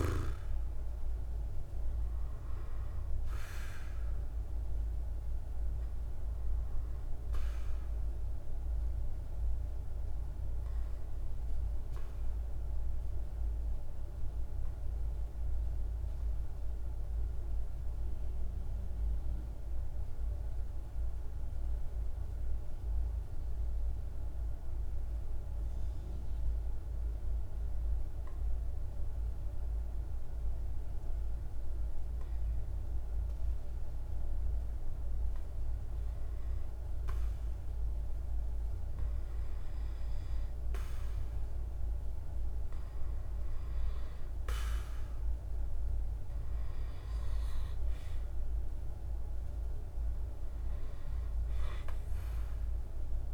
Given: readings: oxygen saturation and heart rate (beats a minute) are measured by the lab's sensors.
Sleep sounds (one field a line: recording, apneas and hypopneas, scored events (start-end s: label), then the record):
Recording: breathing in sleep, hard to hear, by a room microphone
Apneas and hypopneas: 1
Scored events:
0.00-17.50 s: oxygen desaturation (device-marked, oxygen 91% lowest, heart rate 47 extreme)
8.00-42.50 s: mixed apnea (oxygen 98% before, 90% lowest, heart rate 50 before, 47 extreme, up 3 after)
38.50-53.34 s: oxygen desaturation (device-marked, oxygen 98% before, 90% lowest, heart rate 47 before, 47 extreme)
45.50-49.50 s: arousal
From the record:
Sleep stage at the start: REM sleep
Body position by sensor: on the back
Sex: male